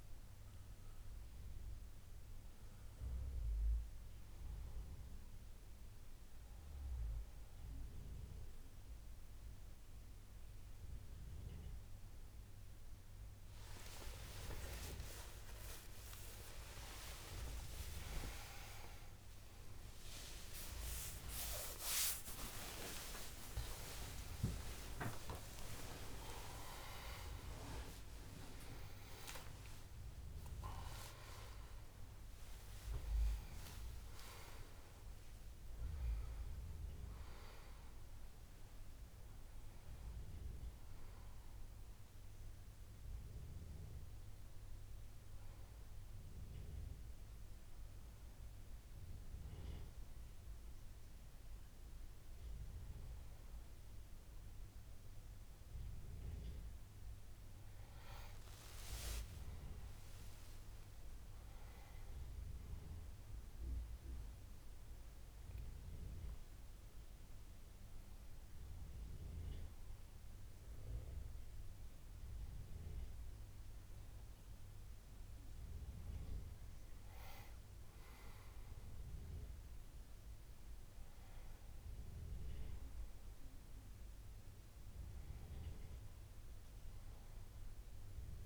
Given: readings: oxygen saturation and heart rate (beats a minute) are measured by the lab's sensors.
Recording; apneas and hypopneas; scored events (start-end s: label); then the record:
a person partly awake in a sleep study, by a room microphone; none
8.50-38.50 s: new sleep stage, awake
38.50-68.50 s: new sleep stage, N1 (lightest sleep)
59.00-63.00 s: arousal
62.50-79.50 s: oxygen desaturation (device-marked, oxygen 98% before, 95% lowest, heart rate 74 before, 76 extreme)
68.50-88.46 s: new sleep stage, N2 (light sleep)
From the record:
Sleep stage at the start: N2 (light sleep); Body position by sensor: on the back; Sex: male